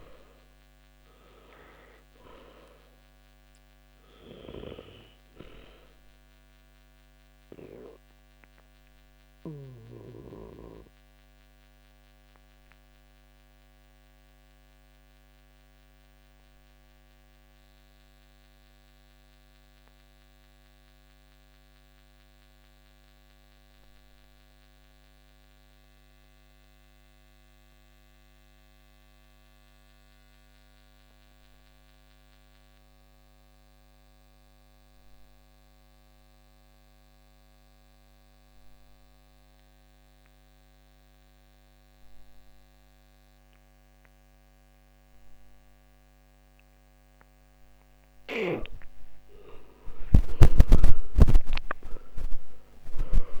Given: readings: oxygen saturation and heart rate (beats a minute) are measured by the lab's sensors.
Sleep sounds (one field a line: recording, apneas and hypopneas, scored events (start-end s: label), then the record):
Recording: breathing in sleep by a microphone on the trachea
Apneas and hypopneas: 1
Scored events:
0.00-29.00 s: oxygen desaturation (device-marked, oxygen 78% lowest, heart rate 54 extreme)
6.00-49.00 s: obstructive apnea (oxygen 97% before, 78% lowest, heart rate 66 before, 54 extreme, up 20 after)
43.00-53.40 s: oxygen desaturation (device-marked, oxygen 99% before, 79% lowest, heart rate 59 before, 55 extreme)
50.50-53.40 s: arousal
From the record:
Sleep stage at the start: N2 (light sleep)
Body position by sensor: on the back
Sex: male